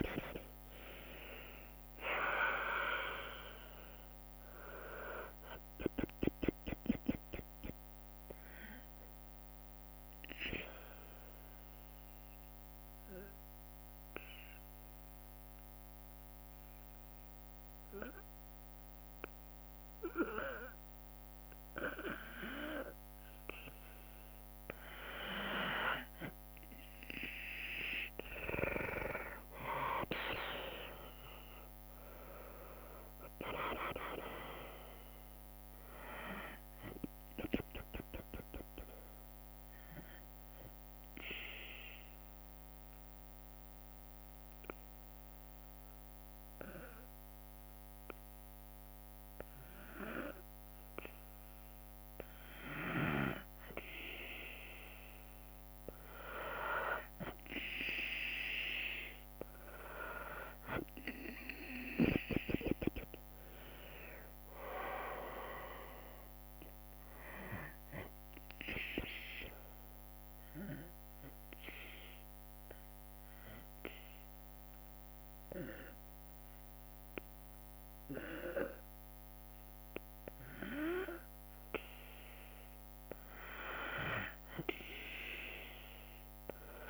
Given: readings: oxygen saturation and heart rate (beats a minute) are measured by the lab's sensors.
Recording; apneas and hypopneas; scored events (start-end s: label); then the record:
breathing in sleep by a microphone on the trachea; 3
0.00-4.00 s: arousal
0.00-17.50 s: oxygen desaturation (device-marked, oxygen 92% lowest, heart rate 56 extreme)
10.50-25.50 s: obstructive apnea (oxygen 98% before, 90% lowest, heart rate 67 before, 58 extreme, up 14 after)
26.50-46.50 s: oxygen desaturation (device-marked, oxygen 98% before, 90% lowest, heart rate 62 before, 58 extreme)
31.00-34.50 s: arousal
38.00-50.00 s: obstructive apnea (oxygen 98% before, 90% lowest, heart rate 67 before, 58 extreme, up 8 after)
57.50-69.50 s: oxygen desaturation (device-marked, oxygen 98% before, 92% lowest, heart rate 61 before, 58 extreme)
58.50-62.00 s: arousal
60.50-72.50 s: drop in pulse transit time (device-marked, heart rate 61 before, 63 extreme)
69.00-81.50 s: obstructive apnea (oxygen 98% before, 92% lowest, heart rate 66 before, 55 extreme, up 17 after)
From the record:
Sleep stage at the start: N2 (light sleep); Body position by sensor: on the back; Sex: female